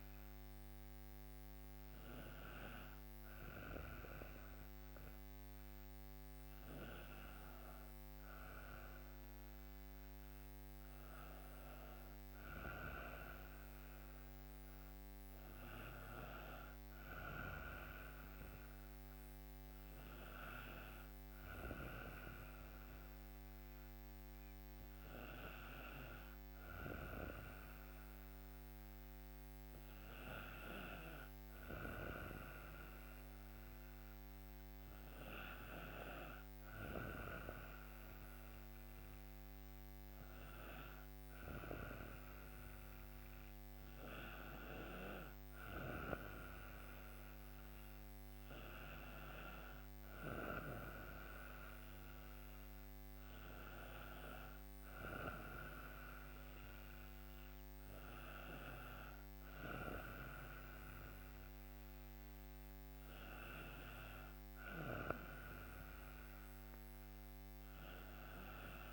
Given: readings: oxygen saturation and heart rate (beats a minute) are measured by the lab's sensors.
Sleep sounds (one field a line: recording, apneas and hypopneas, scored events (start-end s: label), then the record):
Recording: breathing in sleep by a microphone on the trachea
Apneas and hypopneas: none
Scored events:
9.50-23.50 s: oxygen desaturation (device-marked, oxygen 96% before, 93% lowest, heart rate 62 before, 65 extreme)
From the record:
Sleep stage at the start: N2 (light sleep)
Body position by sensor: on the right side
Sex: female